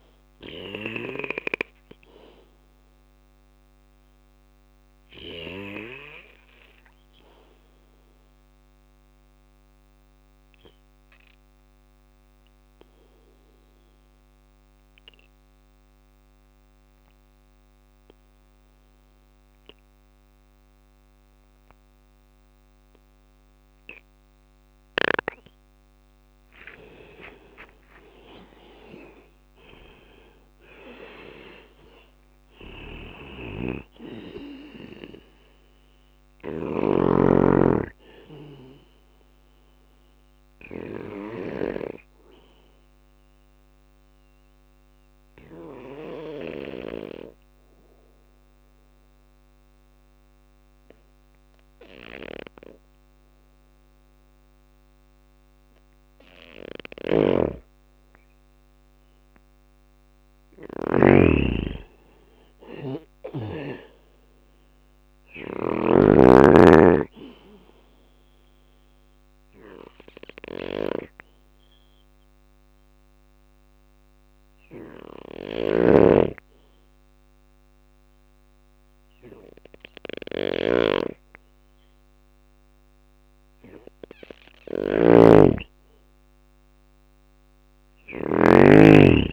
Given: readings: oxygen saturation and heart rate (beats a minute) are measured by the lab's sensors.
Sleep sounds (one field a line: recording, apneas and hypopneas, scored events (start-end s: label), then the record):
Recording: breathing in sleep by a microphone on the trachea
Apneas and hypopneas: 3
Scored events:
0.00-3.00 s: drop in pulse transit time (device-marked, heart rate 60 before, 60 extreme)
0.00-17.00 s: oxygen desaturation (device-marked, oxygen 99% before, 91% lowest, heart rate 61 before, 57 extreme)
0.00-23.00 s: bradycardia (device-marked, heart rate 60 before, 56 extreme)
1.50-23.50 s: obstructive apnea (oxygen 99% before, 90% lowest, heart rate 61 before, 57 extreme, up 22 after)
25.50-29.00 s: arousal
26.00-38.00 s: drop in pulse transit time (device-marked, heart rate 58 before, 63 extreme)
26.50-28.50 s: long interval between heartbeats (device-marked, heart rate 58 before, 70 extreme)
30.00-52.00 s: oxygen desaturation (device-marked, oxygen 98% before, 90% lowest, heart rate 61 before, 58 extreme)
32.00-46.00 s: snoring (device-marked)
36.00-38.00 s: bradycardia (device-marked, heart rate 60 before, 63 extreme)
40.00-51.00 s: bradycardia (device-marked, heart rate 61 before, 58 extreme)
40.00-58.00 s: obstructive apnea (oxygen 99% before, 90% lowest, heart rate 67 before, 58 extreme, up 6 after)
55.50-60.00 s: snoring (device-marked)
60.50-64.00 s: arousal
64.00-67.00 s: bradycardia (device-marked, heart rate 60 before, 60 extreme)
64.50-89.33 s: snoring (device-marked)
66.00-85.00 s: oxygen desaturation (device-marked, oxygen 99% before, 94% lowest, heart rate 60 before, 58 extreme)
67.50-83.50 s: obstructive apnea (oxygen 99% before, 92% lowest, heart rate 60 before, 58 extreme, up 6 after)
75.00-85.00 s: bradycardia (device-marked, heart rate 60 before, 58 extreme)
86.00-89.33 s: arousal
87.00-89.33 s: drop in pulse transit time (device-marked, heart rate 59 before, 59 extreme)
From the record:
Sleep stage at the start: N2 (light sleep)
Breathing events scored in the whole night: 335 in 5.2 hours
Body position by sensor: on the back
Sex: male